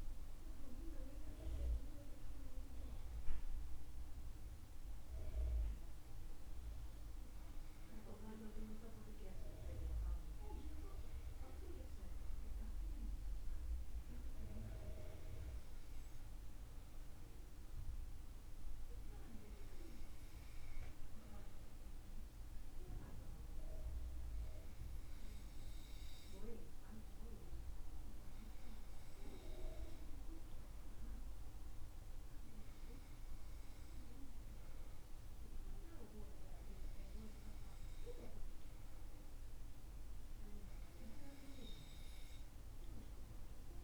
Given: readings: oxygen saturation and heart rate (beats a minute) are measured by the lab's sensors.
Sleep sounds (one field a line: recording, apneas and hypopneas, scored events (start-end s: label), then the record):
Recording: breathing in sleep by a room microphone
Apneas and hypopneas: 1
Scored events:
12.00-27.00 s: hypopnea (oxygen 97% before, 95% lowest, heart rate 68 before, 66 extreme, up 5 after)
28.00-32.00 s: arousal
From the record:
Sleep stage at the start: N2 (light sleep)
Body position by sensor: on the back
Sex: male